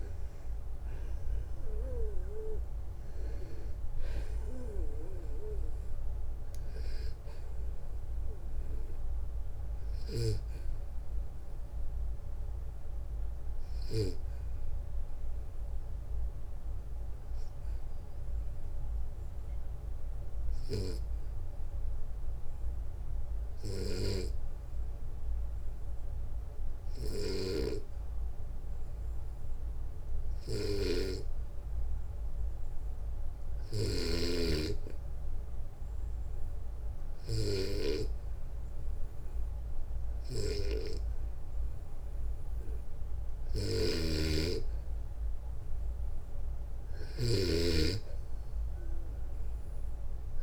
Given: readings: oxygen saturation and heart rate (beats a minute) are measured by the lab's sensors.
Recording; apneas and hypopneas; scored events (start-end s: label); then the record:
breathing in sleep by a room microphone; 1
0.50-3.50 s: arousal
10.50-43.50 s: obstructive apnea (oxygen 98% before, 90% lowest, heart rate 63 before, 58 extreme, up 2 after)
17.50-32.50 s: oxygen desaturation (device-marked, oxygen 95% before, 92% lowest, heart rate 63 before, 58 extreme)
30.00-33.50 s: snoring (device-marked)
38.50-50.43 s: oxygen desaturation (device-marked, oxygen 97% before, 91% lowest, heart rate 59 before, 60 extreme)
43.00-50.43 s: snoring (device-marked)
From the record:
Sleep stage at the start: N2 (light sleep); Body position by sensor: on the back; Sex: male